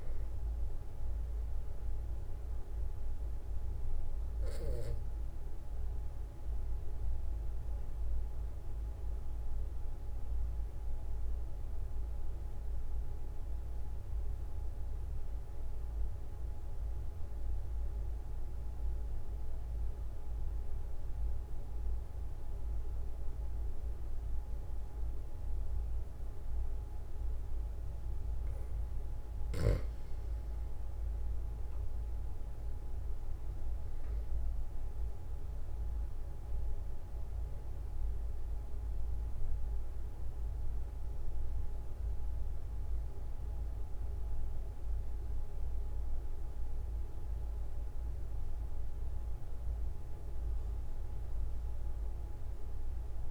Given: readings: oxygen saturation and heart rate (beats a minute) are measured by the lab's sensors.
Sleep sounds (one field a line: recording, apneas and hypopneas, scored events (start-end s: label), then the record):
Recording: breathing in sleep, hard to hear, by a room microphone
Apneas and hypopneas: 1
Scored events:
4.00-28.50 s: obstructive apnea (oxygen 97% before, 92% lowest, heart rate 45 before, 44 extreme, up 4 after)
30.00-46.00 s: oxygen desaturation (device-marked, oxygen 96% before, 93% lowest, heart rate 45 before, 45 extreme)
30.50-34.50 s: arousal
From the record:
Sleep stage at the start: REM sleep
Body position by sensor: on the back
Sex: male